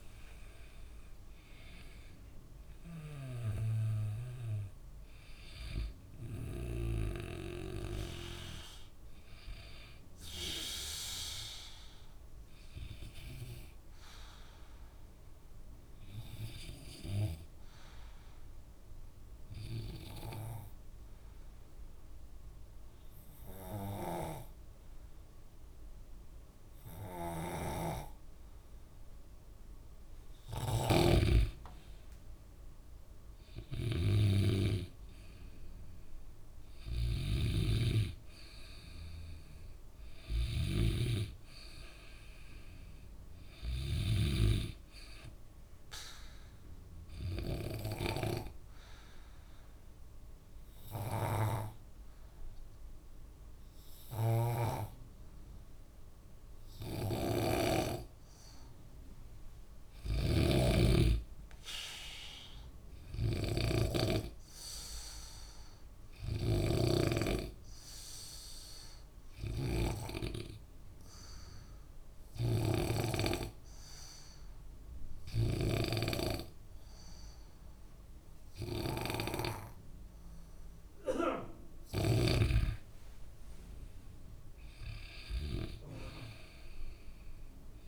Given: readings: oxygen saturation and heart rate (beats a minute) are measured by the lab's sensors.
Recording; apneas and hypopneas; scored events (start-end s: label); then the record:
breathing in sleep by a room microphone; 3
0.00-4.50 s: oxygen desaturation (device-marked, oxygen 93% lowest, heart rate 65 extreme)
0.00-7.00 s: snoring (device-marked)
13.50-29.50 s: obstructive apnea (oxygen 97% before, 93% lowest, heart rate 68 before, 64 extreme, up 8 after)
27.50-44.50 s: snoring (device-marked)
32.00-36.00 s: arousal
47.50-59.00 s: obstructive apnea (oxygen 97% before, 93% lowest, heart rate 68 before, 62 extreme, up 6 after)
54.50-76.00 s: snoring (device-marked)
61.00-63.50 s: arousal
65.00-80.00 s: obstructive apnea (oxygen 96% before, 92% lowest, heart rate 69 before, 62 extreme, up 10 after)
83.00-87.00 s: arousal
From the record:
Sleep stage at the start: N2 (light sleep); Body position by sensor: on the back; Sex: male